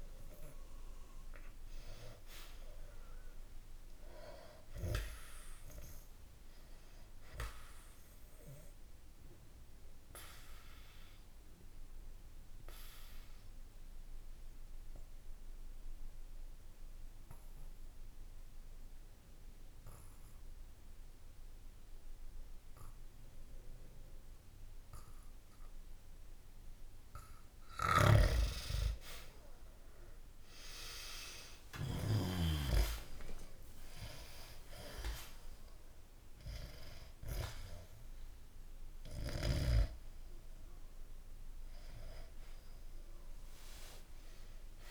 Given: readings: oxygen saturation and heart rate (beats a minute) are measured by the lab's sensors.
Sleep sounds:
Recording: breathing in sleep by a room microphone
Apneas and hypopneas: 1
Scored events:
7.50-27.00 s: obstructive apnea (oxygen 97% before, 90% lowest, heart rate 64 before, 63 extreme, up 9 after)
8.00-21.00 s: oxygen desaturation (device-marked, oxygen 97% before, 91% lowest, heart rate 64 before, 63 extreme)
27.50-32.00 s: snoring (device-marked)
29.00-32.50 s: arousal
33.00-44.91 s: oxygen desaturation (device-marked, oxygen 98% before, 90% lowest, heart rate 66 before, 64 extreme)
From the record:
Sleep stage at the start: N2 (light sleep)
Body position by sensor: on the back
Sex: male

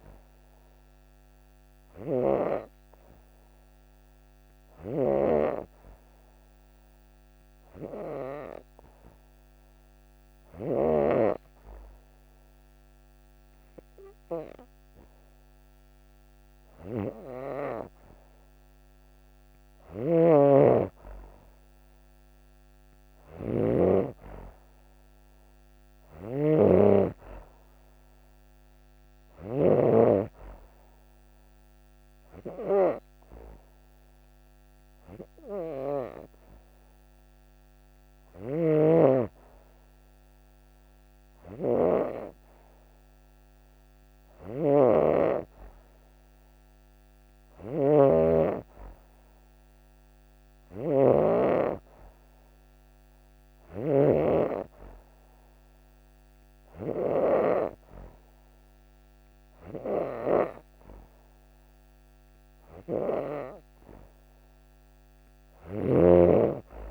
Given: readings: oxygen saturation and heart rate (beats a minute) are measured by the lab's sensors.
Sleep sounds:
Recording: breathing in sleep by a microphone on the trachea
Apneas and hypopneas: none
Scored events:
0.00-10.50 s: oxygen desaturation (device-marked, oxygen 91% lowest)
0.00-10.50 s: snoring (device-marked)
19.50-29.50 s: snoring (device-marked)
38.00-51.00 s: snoring (device-marked)
65.50-66.91 s: snoring (device-marked)
From the record:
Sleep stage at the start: N2 (light sleep)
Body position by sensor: on the back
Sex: female

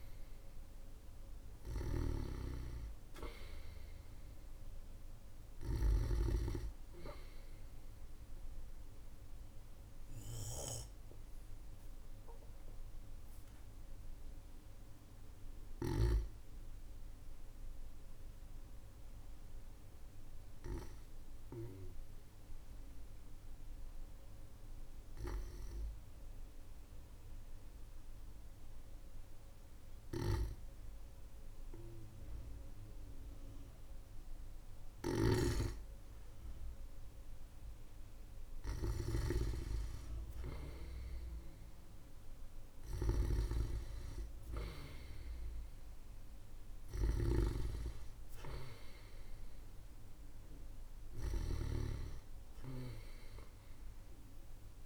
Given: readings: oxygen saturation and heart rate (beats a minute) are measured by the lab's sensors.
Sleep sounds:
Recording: breathing in sleep by a room microphone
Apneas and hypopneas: 1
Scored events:
0.00-6.00 s: snoring (device-marked)
7.50-35.00 s: obstructive apnea (oxygen 99% before, 95% lowest, heart rate 54 before, 44 extreme, up 2 after)
29.50-54.86 s: snoring (device-marked)
38.50-42.00 s: arousal
From the record:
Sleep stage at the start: N2 (light sleep)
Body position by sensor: on the back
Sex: male

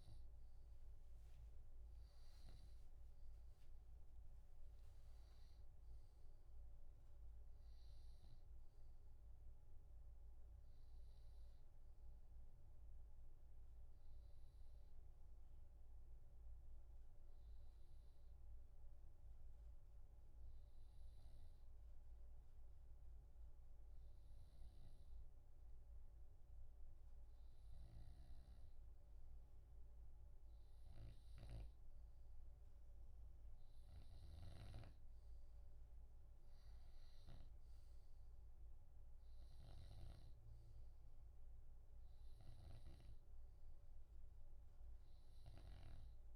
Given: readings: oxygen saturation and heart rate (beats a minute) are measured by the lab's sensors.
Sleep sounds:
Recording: breathing in sleep, hard to hear, by a room microphone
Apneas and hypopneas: 1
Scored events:
2.50-6.00 s: arousal
11.00-26.00 s: hypopnea (oxygen 91% before, 88% lowest, heart rate 63 before, 59 extreme, up 0 after)
24.50-46.00 s: snoring (device-marked)
32.00-36.50 s: arousal
42.00-46.36 s: oxygen desaturation (device-marked, oxygen 93% before, 89% lowest, heart rate 61 before, 58 extreme)
From the record:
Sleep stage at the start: N2 (light sleep)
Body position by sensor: on the left side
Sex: male

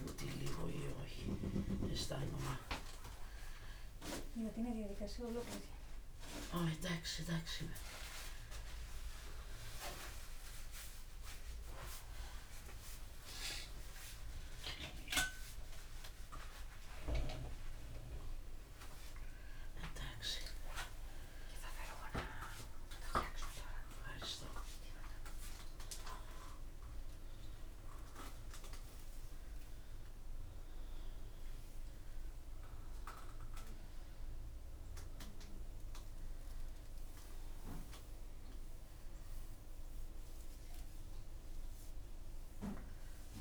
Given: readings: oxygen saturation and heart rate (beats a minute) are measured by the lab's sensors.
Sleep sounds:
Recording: a person awake in a sleep study, by a room microphone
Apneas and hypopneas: none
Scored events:
none scored
From the record:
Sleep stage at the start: awake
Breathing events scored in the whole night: 360 in 4.1 hours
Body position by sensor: upright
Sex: female

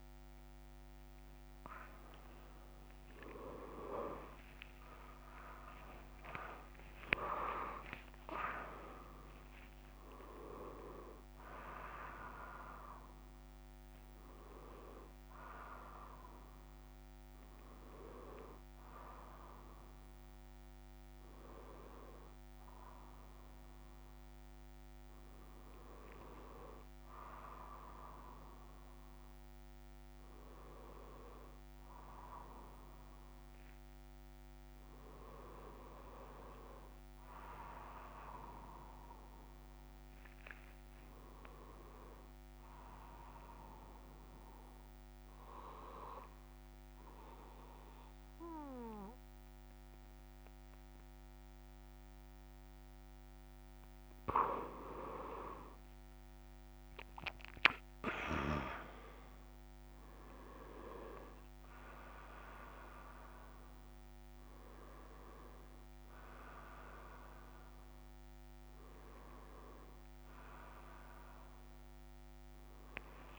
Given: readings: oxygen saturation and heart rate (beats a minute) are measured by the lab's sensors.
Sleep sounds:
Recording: breathing in sleep by a microphone on the trachea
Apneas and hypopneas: 1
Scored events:
45.50-55.50 s: obstructive apnea (oxygen 98% before, 94% lowest)
60.00-73.39 s: oxygen desaturation (device-marked, oxygen 98% before, 94% lowest)
From the record:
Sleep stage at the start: N1 (lightest sleep)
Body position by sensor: on the back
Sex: male

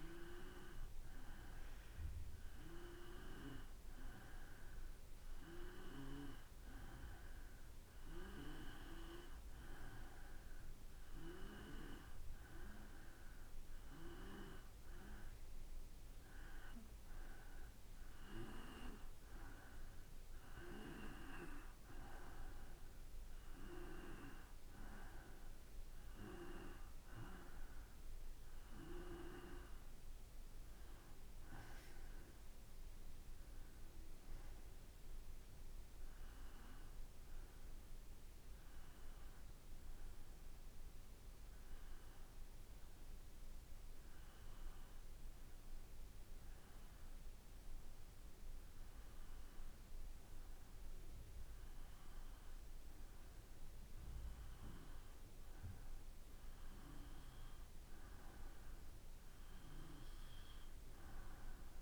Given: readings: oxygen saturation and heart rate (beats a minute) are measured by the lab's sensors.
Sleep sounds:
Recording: breathing in sleep by a room microphone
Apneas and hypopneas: 1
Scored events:
0.00-2.50 s: arousal
34.50-38.00 s: arousal
41.50-55.00 s: hypopnea (oxygen 94% before, 92% lowest, heart rate 57 before, 56 extreme, up 3 after)
58.50-61.82 s: arousal
From the record:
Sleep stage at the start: N2 (light sleep)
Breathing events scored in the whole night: 191 in 4.5 hours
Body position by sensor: on the back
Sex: male

